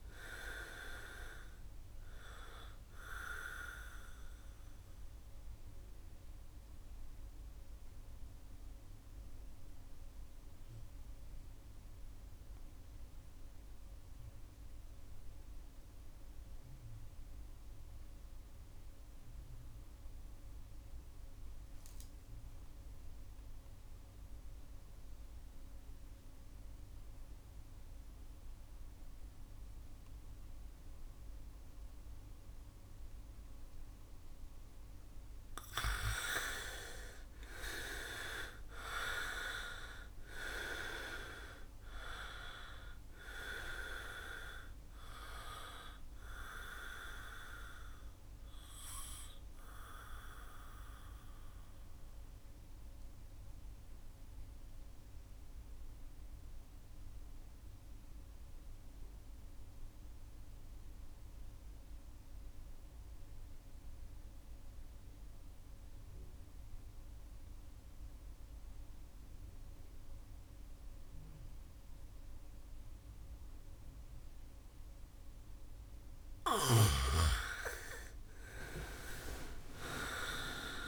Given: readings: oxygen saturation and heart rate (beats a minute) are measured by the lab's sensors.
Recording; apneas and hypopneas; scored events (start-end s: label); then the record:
breathing in sleep by a room microphone; 2
0.00-22.50 s: oxygen desaturation (device-marked, oxygen 79% lowest, heart rate 59 extreme)
4.00-34.00 s: mixed apnea (oxygen 98% before, 75% lowest, heart rate 67 before, 59 extreme, up 9 after)
30.50-63.50 s: oxygen desaturation (device-marked, oxygen 99% before, 75% lowest, heart rate 66 before, 52 extreme)
35.50-39.50 s: arousal
48.50-76.00 s: mixed apnea (oxygen 99% before, 75% lowest, heart rate 65 before, 52 extreme, up 1 after)
75.50-80.88 s: bradycardia (device-marked, heart rate 66 before, 57 extreme)
77.00-79.00 s: long interval between heartbeats (device-marked, heart rate 67 before, 69 extreme)
78.00-80.88 s: arousal
78.50-80.88 s: oxygen desaturation (device-marked, oxygen 99% before, 79% lowest, heart rate 68 before, 66 extreme)
79.50-80.88 s: long interval between heartbeats (device-marked, heart rate 67 before, 57 extreme)
From the record:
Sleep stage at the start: N2 (light sleep); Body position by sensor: on the back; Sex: male